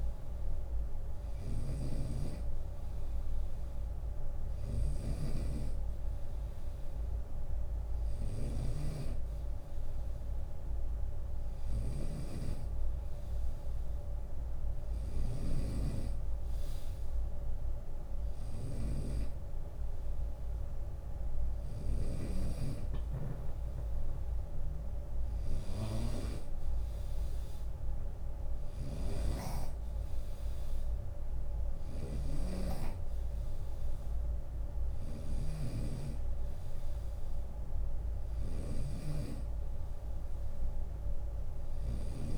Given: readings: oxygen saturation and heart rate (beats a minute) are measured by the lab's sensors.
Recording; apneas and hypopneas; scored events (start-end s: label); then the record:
breathing in sleep by a room microphone; none
0.00-42.38 s: snoring (device-marked)
From the record:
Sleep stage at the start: N2 (light sleep); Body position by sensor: on the right side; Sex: male